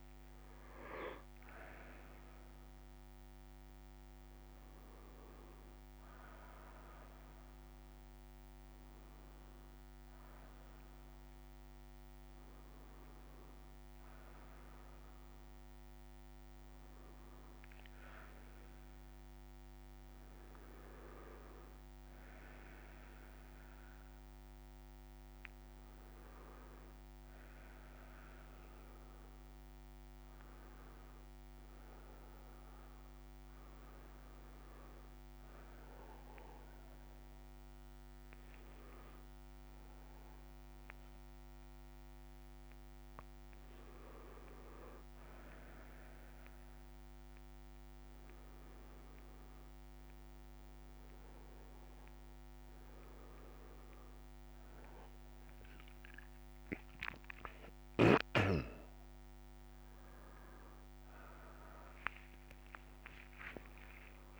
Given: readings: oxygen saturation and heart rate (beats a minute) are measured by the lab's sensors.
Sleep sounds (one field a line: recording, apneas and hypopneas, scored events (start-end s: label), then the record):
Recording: breathing in sleep by a microphone on the trachea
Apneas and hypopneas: none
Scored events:
37.50-64.40 s: new sleep stage, N1 (lightest sleep)
From the record:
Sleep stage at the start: N2 (light sleep)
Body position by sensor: on the back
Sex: male